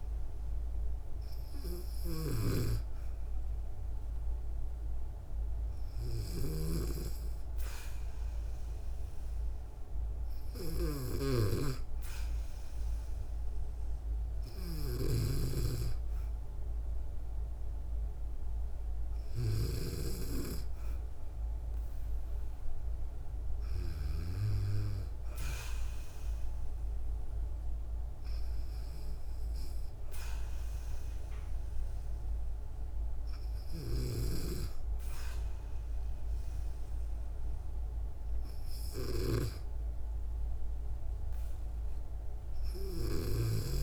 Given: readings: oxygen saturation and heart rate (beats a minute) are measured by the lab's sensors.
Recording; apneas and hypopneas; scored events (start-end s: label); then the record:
breathing in sleep by a room microphone; none
0.00-19.50 s: snoring (device-marked)
From the record:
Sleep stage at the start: N2 (light sleep); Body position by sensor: on the back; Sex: female